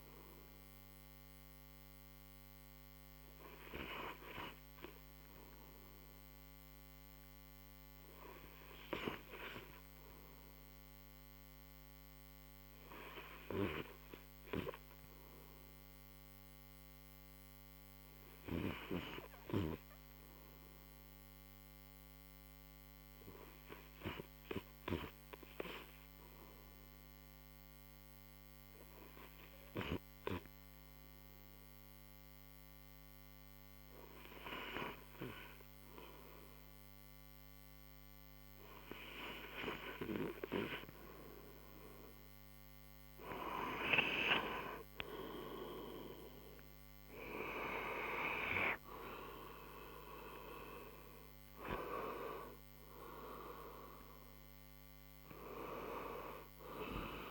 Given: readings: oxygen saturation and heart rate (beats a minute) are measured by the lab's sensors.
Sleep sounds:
breathing in sleep by a microphone on the trachea; 1
13.00-34.50 s: hypopnea (oxygen 96% before, 89% lowest)
21.50-36.50 s: oxygen desaturation (device-marked, oxygen 96% before, 92% lowest)
27.50-57.31 s: new sleep stage, N2 (light sleep)
38.50-57.31 s: oxygen desaturation (device-marked, oxygen 93% before, 89% lowest)
41.50-47.00 s: arousal
From the record:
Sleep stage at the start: REM sleep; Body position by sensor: on the right side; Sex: male

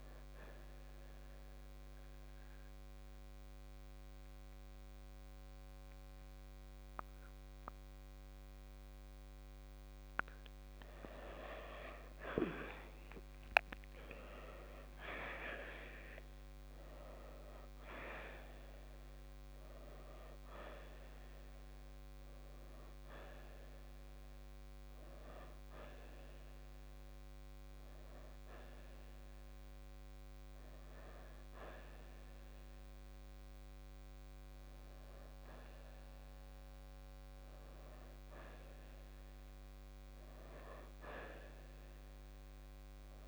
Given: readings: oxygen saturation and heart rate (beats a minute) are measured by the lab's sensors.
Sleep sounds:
breathing in sleep by a microphone on the trachea; 1
1.00-11.50 s: central apnea (oxygen 92% before, 86% lowest, heart rate 68 before, 57 extreme, up 4 after)
1.00-15.00 s: oxygen desaturation (device-marked, oxygen 92% before, 88% lowest, heart rate 68 before, 57 extreme)
13.00-18.00 s: arousal
22.00-42.00 s: oxygen desaturation (device-marked, oxygen 93% before, 86% lowest, heart rate 64 before, 61 extreme)
From the record:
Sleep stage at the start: N2 (light sleep); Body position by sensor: on the right side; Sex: male

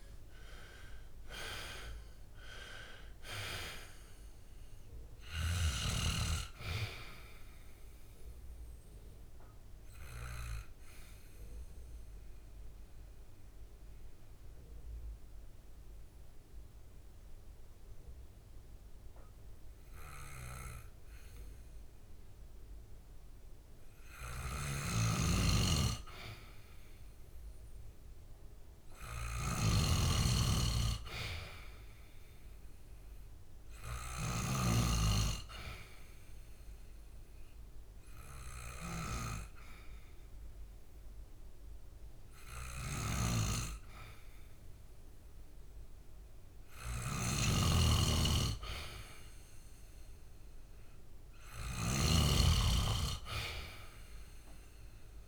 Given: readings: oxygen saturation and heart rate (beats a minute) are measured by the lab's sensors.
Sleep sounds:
breathing in sleep by a room microphone; 2
0.00-1.00 s: arousal
9.50-25.50 s: mixed apnea (oxygen 97% before, 89% lowest, heart rate 68 before, 61 extreme, up 7 after)
11.00-30.00 s: oxygen desaturation (device-marked, oxygen 97% before, 89% lowest, heart rate 69 before, 61 extreme)
24.50-34.50 s: snoring (device-marked)
28.50-32.50 s: arousal
36.00-47.50 s: obstructive apnea (oxygen 99% before, 92% lowest, heart rate 65 before, 64 extreme, up 0 after)
39.00-51.00 s: oxygen desaturation (device-marked, oxygen 99% before, 92% lowest, heart rate 66 before, 64 extreme)
42.50-52.00 s: snoring (device-marked)
50.00-54.00 s: arousal
From the record:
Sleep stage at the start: N2 (light sleep); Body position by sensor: on the back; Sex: male

